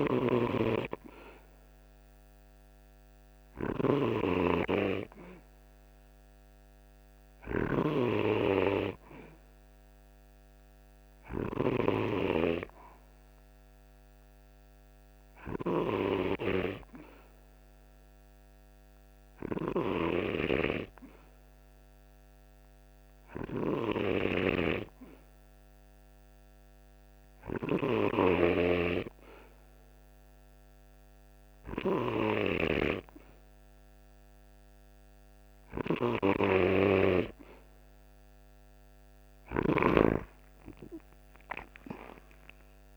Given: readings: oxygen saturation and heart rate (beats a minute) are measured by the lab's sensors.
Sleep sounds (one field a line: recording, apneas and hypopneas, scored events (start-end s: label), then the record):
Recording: breathing in sleep by a microphone on the trachea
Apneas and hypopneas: 1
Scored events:
0.00-2.00 s: arousal
0.00-15.50 s: snoring (device-marked)
15.00-37.00 s: hypopnea (oxygen 95% before, 94% lowest, heart rate 50 before, 47 extreme, up 5 after)
23.00-27.50 s: snoring (device-marked)
40.00-42.97 s: arousal
From the record:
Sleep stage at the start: N2 (light sleep)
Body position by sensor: on the right side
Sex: male